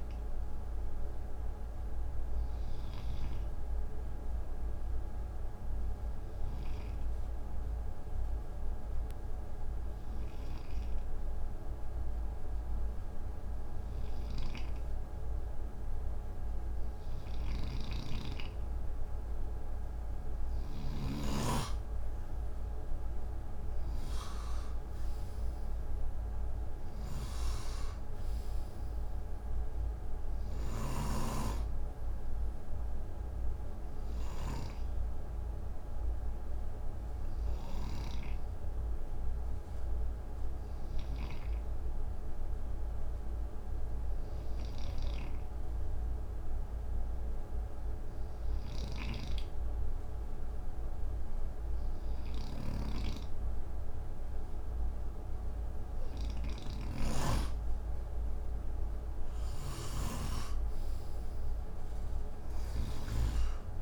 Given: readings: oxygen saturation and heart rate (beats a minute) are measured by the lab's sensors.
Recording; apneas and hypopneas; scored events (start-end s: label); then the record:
breathing in sleep by a room microphone; 2
0.00-8.00 s: oxygen desaturation (device-marked, oxygen 94% lowest, heart rate 58 extreme)
6.50-18.50 s: hypopnea (oxygen 98% before, 93% lowest, heart rate 62 before, 56 extreme, up 8 after)
13.50-20.50 s: snoring (device-marked)
21.50-26.50 s: arousal
23.00-42.00 s: oxygen desaturation (device-marked, oxygen 97% before, 93% lowest, heart rate 60 before, 54 extreme)
26.50-37.50 s: snoring (device-marked)
39.00-56.00 s: hypopnea (oxygen 97% before, 92% lowest, heart rate 63 before, 54 extreme, up 15 after)
48.00-63.82 s: snoring (device-marked)
57.00-63.82 s: oxygen desaturation (device-marked, oxygen 97% before, 93% lowest, heart rate 57 before, 58 extreme)
59.50-63.82 s: arousal
From the record:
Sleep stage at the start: N2 (light sleep); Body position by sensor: on the right side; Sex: male